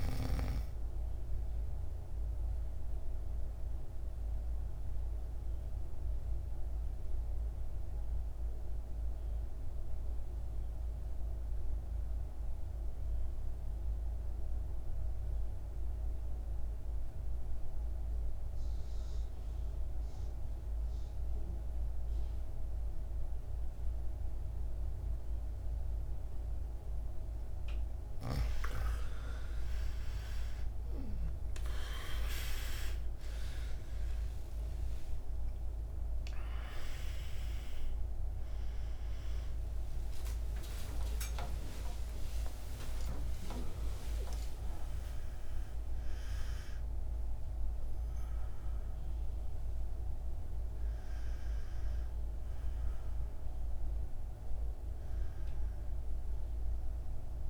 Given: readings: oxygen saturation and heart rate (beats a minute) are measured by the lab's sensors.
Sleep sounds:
a person partly awake in a sleep study, by a room microphone; 1
0.00-16.00 s: oxygen desaturation (device-marked, oxygen 81% lowest, heart rate 52 extreme)
1.00-27.50 s: mixed apnea (oxygen 99% before, 80% lowest, heart rate 62 before, 52 extreme, up 15 after)
27.00-57.50 s: oxygen desaturation (device-marked, oxygen 99% before, 80% lowest, heart rate 56 before, 55 extreme)
35.00-57.50 s: new sleep stage, awake
From the record:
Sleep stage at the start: N2 (light sleep); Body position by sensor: on the back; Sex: male

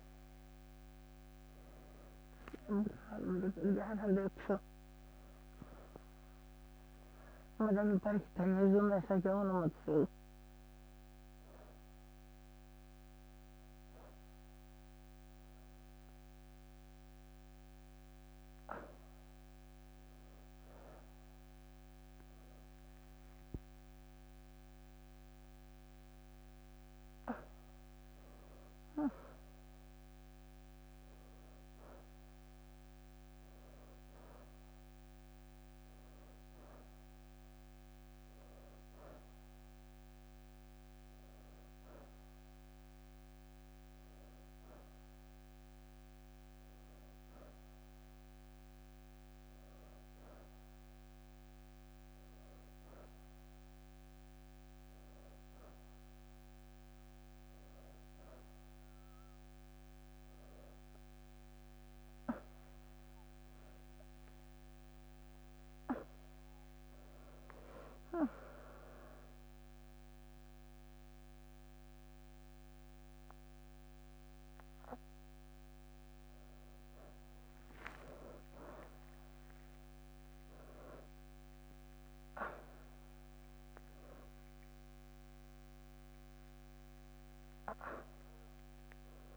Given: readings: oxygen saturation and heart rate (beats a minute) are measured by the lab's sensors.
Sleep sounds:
breathing in sleep by a microphone on the trachea; none
4.50-10.00 s: leg movement (device-marked)
60.50-62.00 s: leg movement (device-marked)
62.50-67.00 s: arousal
62.50-68.00 s: leg movement (device-marked)
From the record:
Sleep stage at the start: N1 (lightest sleep); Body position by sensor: on the right side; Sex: female

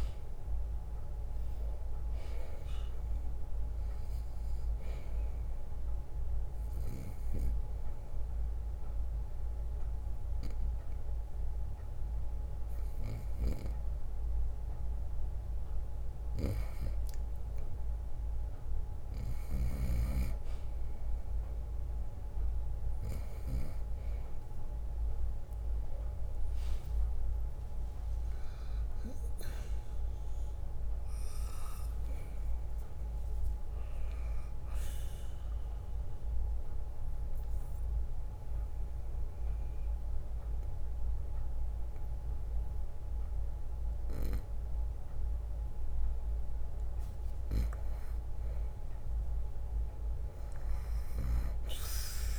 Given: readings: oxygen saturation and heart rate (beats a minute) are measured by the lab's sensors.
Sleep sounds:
breathing in sleep by a room microphone; 2
0.00-3.50 s: arousal
0.00-13.00 s: drop in pulse transit time (device-marked, heart rate 63 extreme)
7.50-17.50 s: obstructive apnea (oxygen 94% before, 91% lowest, heart rate 65 before, 57 extreme, up 2 after)
15.00-26.00 s: oxygen desaturation (device-marked, oxygen 94% before, 91% lowest, heart rate 65 before, 57 extreme)
23.00-26.00 s: bradycardia (device-marked, heart rate 63 before, 62 extreme)
25.50-30.50 s: arousal
28.00-42.00 s: drop in pulse transit time (device-marked, heart rate 63 before, 59 extreme)
36.50-48.00 s: obstructive apnea (oxygen 95% before, 91% lowest, heart rate 62 before, 59 extreme, up 5 after)
43.00-45.00 s: bradycardia (device-marked, heart rate 63 before, 60 extreme)
50.50-52.39 s: arousal
From the record:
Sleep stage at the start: N2 (light sleep); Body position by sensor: on the right side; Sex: male

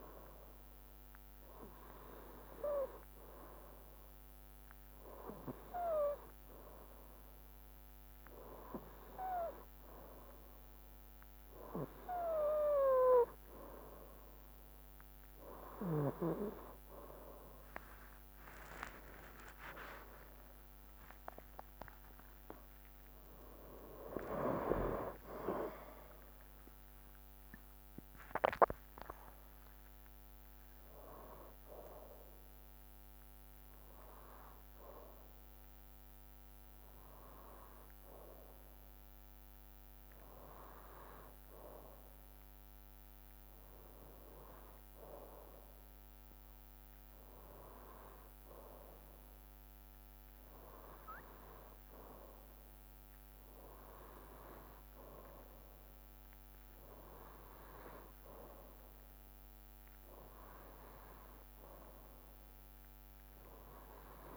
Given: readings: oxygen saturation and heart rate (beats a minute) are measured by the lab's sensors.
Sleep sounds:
breathing in sleep by a microphone on the trachea; none
17.50-22.00 s: arousal
20.00-35.00 s: drop in pulse transit time (device-marked, heart rate 65 before, 66 extreme)
56.00-64.37 s: drop in pulse transit time (device-marked, heart rate 63 before, 63 extreme)
From the record:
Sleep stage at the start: N2 (light sleep); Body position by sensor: on the right side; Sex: male

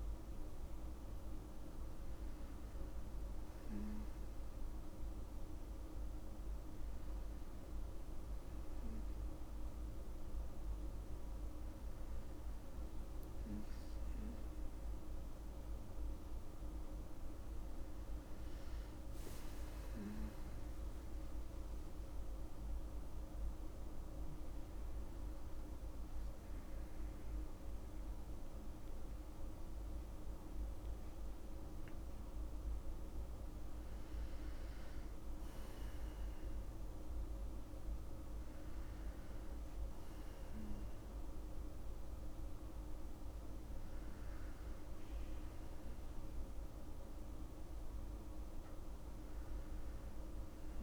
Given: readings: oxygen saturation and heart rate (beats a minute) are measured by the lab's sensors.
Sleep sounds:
a person awake in a sleep study, hard to hear, by a room microphone; none
none scored
From the record:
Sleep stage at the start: awake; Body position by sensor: on the back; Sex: female

